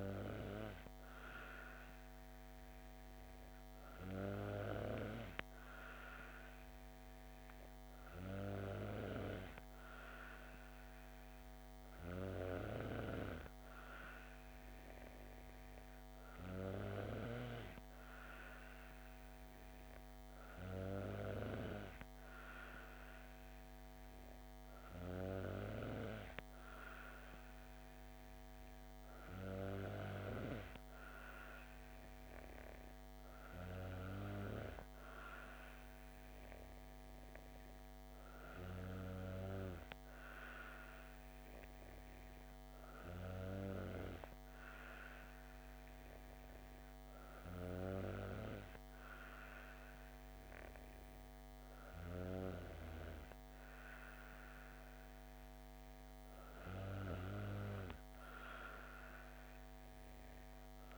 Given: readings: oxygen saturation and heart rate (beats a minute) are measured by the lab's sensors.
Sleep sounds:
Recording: breathing in sleep by a microphone on the trachea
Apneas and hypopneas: none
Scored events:
none scored
From the record:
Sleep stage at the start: N2 (light sleep)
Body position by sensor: on the back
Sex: female

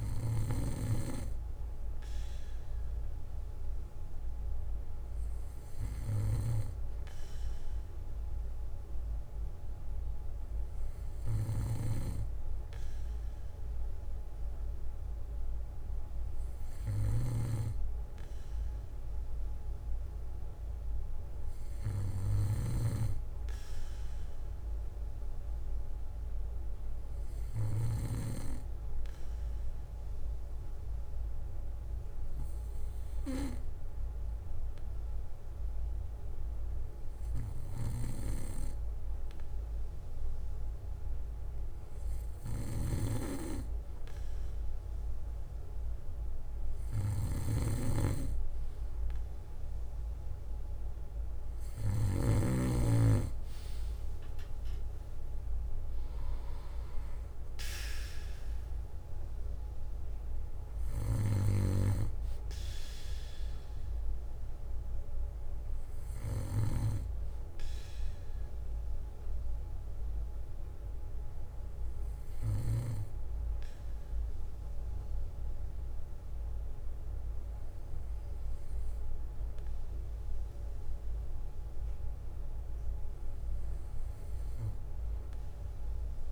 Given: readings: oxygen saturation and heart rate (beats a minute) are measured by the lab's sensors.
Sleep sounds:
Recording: breathing in sleep by a room microphone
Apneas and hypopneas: none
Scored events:
1.00-7.00 s: bradycardia (device-marked, heart rate 60 before, 59 extreme)
12.00-18.00 s: bradycardia (device-marked, heart rate 60 before, 59 extreme)
20.00-24.00 s: bradycardia (device-marked, heart rate 60 before, 58 extreme)
36.00-38.00 s: bradycardia (device-marked, heart rate 60 before, 61 extreme)
42.00-44.00 s: bradycardia (device-marked, heart rate 60 before, 61 extreme)
45.00-48.00 s: bradycardia (device-marked, heart rate 60 before, 59 extreme)
61.00-63.00 s: bradycardia (device-marked, heart rate 60 before, 64 extreme)
64.00-66.00 s: bradycardia (device-marked, heart rate 60 before, 58 extreme)
67.00-71.00 s: bradycardia (device-marked, heart rate 60 before, 57 extreme)
72.00-80.00 s: bradycardia (device-marked, heart rate 60 before, 58 extreme)
From the record:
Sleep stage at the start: N2 (light sleep)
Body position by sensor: on the back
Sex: male

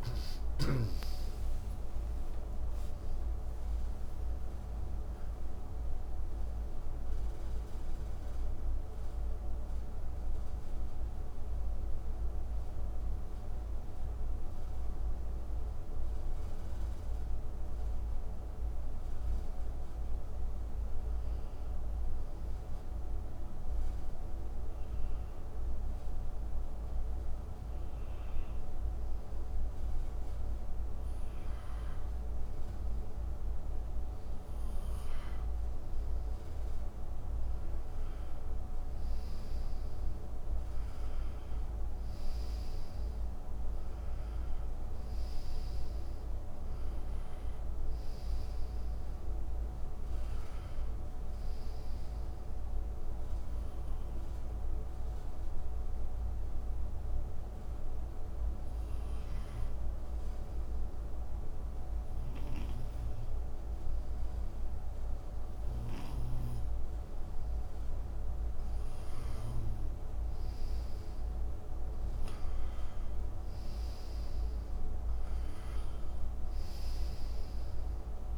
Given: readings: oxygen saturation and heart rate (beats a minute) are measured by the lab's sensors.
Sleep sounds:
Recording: breathing in sleep, hard to hear, by a room microphone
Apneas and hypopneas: 2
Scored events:
16.00-33.00 s: hypopnea (oxygen 95% before, 91% lowest, heart rate 74 before, 63 extreme, up 5 after)
35.00-39.50 s: arousal
43.50-78.38 s: new sleep stage, N2 (light sleep)
53.00-65.00 s: hypopnea (oxygen 94% before, 90% lowest, heart rate 67 before, 64 extreme, up 3 after)
62.00-66.00 s: snoring (device-marked)
67.50-71.00 s: arousal
From the record:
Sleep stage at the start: N1 (lightest sleep)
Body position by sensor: on the right side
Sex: male

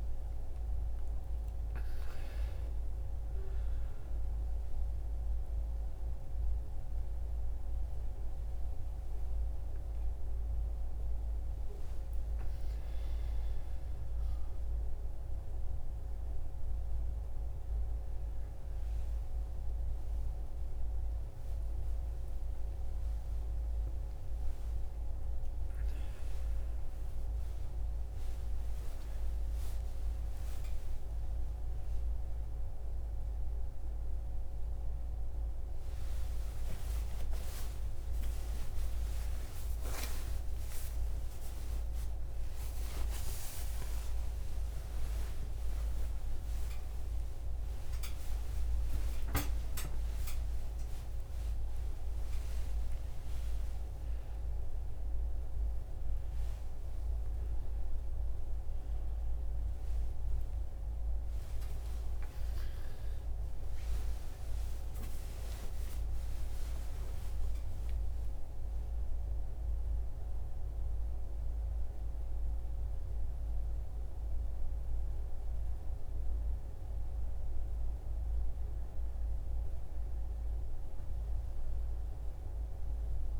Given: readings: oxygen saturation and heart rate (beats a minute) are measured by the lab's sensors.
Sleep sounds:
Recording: a person awake in a sleep study, hard to hear, by a room microphone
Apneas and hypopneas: none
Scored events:
none scored
From the record:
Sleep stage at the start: awake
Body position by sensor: on the right side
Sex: male

